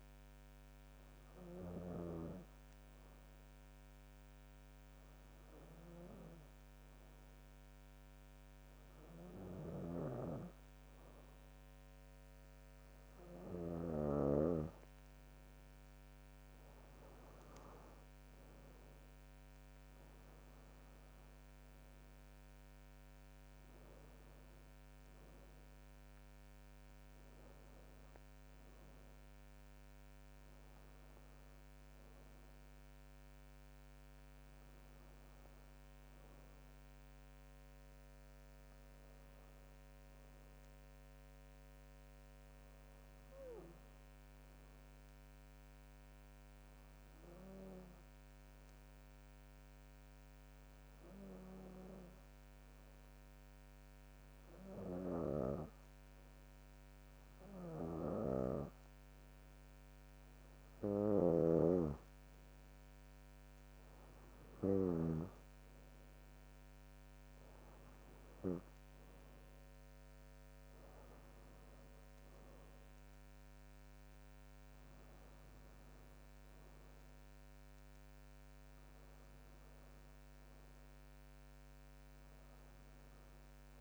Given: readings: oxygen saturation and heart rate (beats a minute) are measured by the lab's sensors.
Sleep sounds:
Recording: breathing in sleep by a microphone on the trachea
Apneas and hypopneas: 2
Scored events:
1.00-13.50 s: hypopnea (oxygen 95% before, 91% lowest, heart rate 69 before, 64 extreme, up 4 after)
18.00-21.00 s: arousal
22.50-31.50 s: oxygen desaturation (device-marked, oxygen 94% before, 91% lowest, heart rate 68 before, 65 extreme)
38.00-52.00 s: hypopnea (oxygen 95% before, 91% lowest, heart rate 66 before, 61 extreme, up 3 after)
55.00-58.50 s: arousal
61.50-65.50 s: snoring (device-marked)
65.50-79.50 s: oxygen desaturation (device-marked, oxygen 96% before, 91% lowest, heart rate 68 before, 61 extreme)
From the record:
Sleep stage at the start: N2 (light sleep)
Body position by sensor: on the back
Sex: female

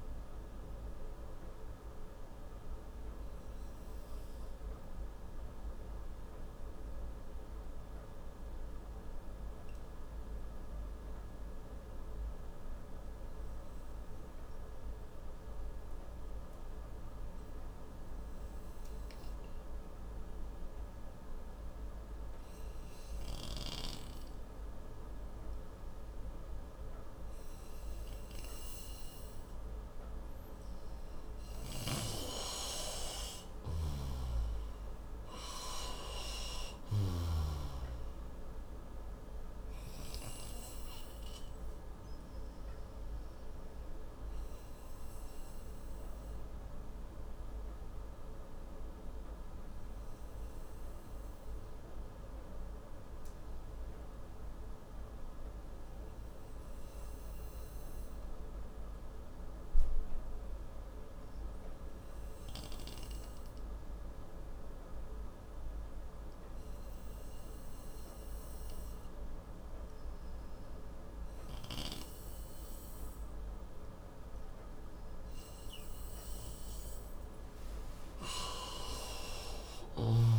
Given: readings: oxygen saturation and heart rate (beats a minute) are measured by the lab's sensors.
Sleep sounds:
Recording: breathing in sleep by a room microphone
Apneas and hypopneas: 2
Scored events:
0.00-8.50 s: oxygen desaturation (device-marked, oxygen 91% lowest, heart rate 57 extreme)
4.50-18.50 s: obstructive apnea (oxygen 95% before, 90% lowest, heart rate 63 before, 61 extreme, up 4 after)
25.50-30.00 s: arousal
29.50-63.50 s: oxygen desaturation (device-marked, oxygen 97% before, 90% lowest, heart rate 64 before, 56 extreme)
31.00-37.00 s: snoring (device-marked)
42.00-76.00 s: obstructive apnea (oxygen 98% before, 86% lowest, heart rate 67 before, 56 extreme, up 25 after)
78.00-80.38 s: arousal
From the record:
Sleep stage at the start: N2 (light sleep)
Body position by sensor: on the right side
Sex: male

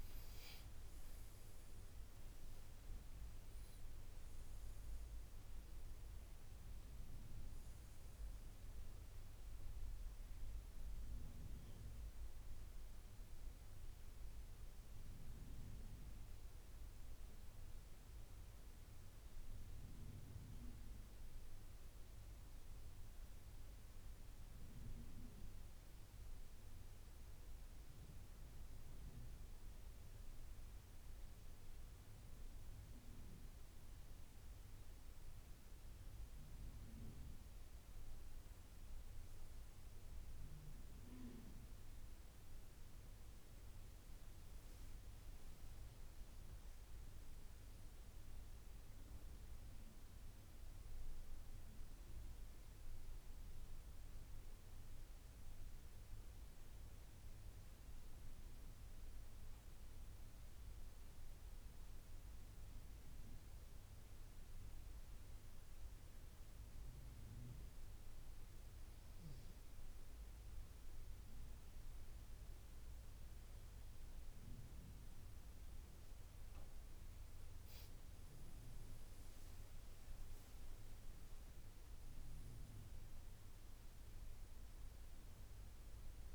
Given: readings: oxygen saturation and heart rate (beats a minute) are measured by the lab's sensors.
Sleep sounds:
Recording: breathing in sleep, hard to hear, by a room microphone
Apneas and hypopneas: 2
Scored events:
0.00-2.00 s: arousal
3.00-20.00 s: oxygen desaturation (device-marked, oxygen 94% before, 91% lowest, heart rate 79 before, 70 extreme)
27.00-37.50 s: central apnea (oxygen 95% before, 90% lowest, heart rate 76 before, 70 extreme, up 7 after)
39.00-44.50 s: arousal
40.00-63.00 s: oxygen desaturation (device-marked, oxygen 95% before, 90% lowest, heart rate 72 before, 70 extreme)
52.50-64.00 s: obstructive apnea (oxygen 95% before, 90% lowest, heart rate 76 before, 70 extreme, up 4 after)
66.00-69.50 s: arousal
73.00-83.00 s: oxygen desaturation (device-marked, oxygen 95% before, 92% lowest, heart rate 72 before, 70 extreme)
From the record:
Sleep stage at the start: N2 (light sleep)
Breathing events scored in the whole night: 244 in 4.7 hours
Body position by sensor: on the left side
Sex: male

